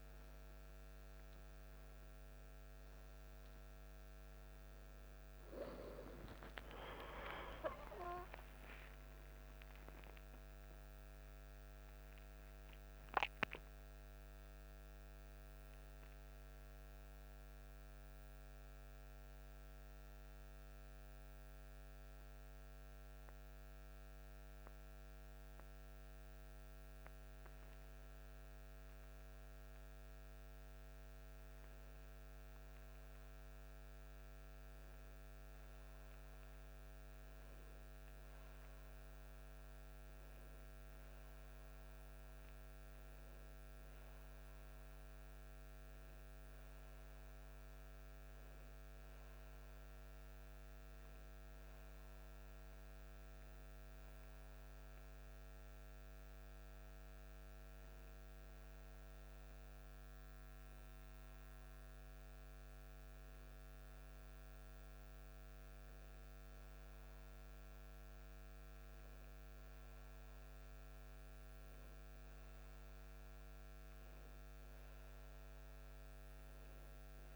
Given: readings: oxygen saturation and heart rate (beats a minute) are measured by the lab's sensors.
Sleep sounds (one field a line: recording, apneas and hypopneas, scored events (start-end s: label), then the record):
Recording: breathing in sleep, hard to hear, by a microphone on the trachea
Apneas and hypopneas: 1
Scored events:
6.00-9.50 s: arousal
17.50-28.50 s: central apnea (oxygen 93% before, 91% lowest, heart rate 59 before, 39 extreme, up 6 after)
33.00-37.00 s: arousal
45.50-61.50 s: oxygen desaturation (device-marked, oxygen 96% before, 92% lowest, heart rate 50 before, 50 extreme)
From the record:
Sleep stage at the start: N2 (light sleep)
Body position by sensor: on the back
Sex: male